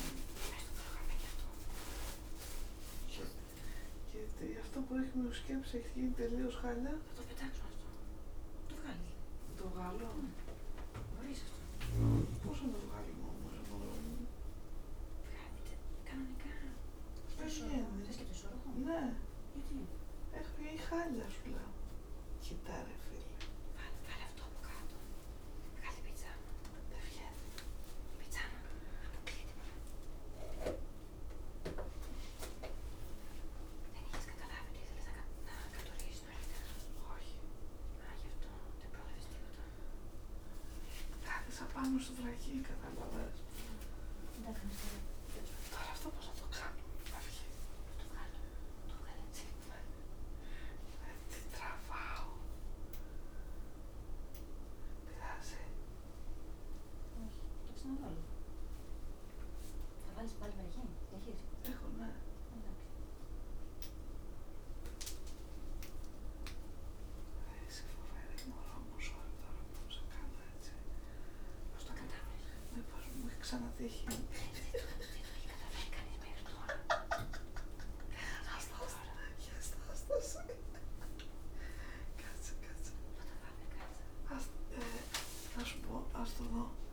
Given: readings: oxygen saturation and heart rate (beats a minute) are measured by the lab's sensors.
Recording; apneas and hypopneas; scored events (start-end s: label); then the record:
a person awake in a sleep study, by a room microphone; none
none scored
From the record:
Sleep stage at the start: awake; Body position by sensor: upright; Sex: female